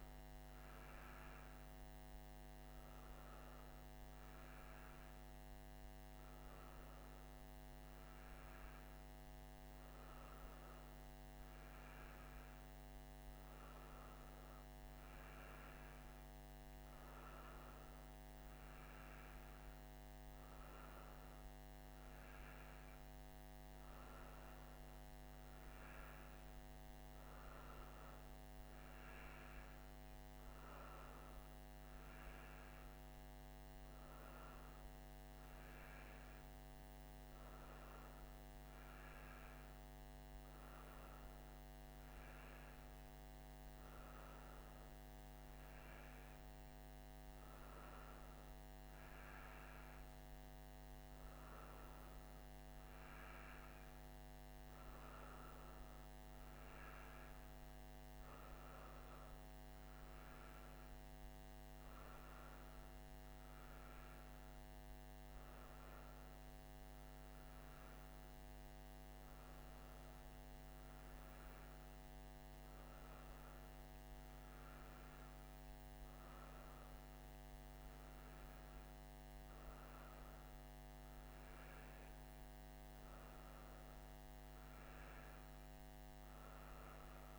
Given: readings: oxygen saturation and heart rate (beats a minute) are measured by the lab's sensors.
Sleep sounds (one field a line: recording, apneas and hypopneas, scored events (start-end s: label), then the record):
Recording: breathing in sleep, hard to hear, by a microphone on the trachea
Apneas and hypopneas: none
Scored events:
none scored
From the record:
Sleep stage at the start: N1 (lightest sleep)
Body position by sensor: on the right side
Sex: female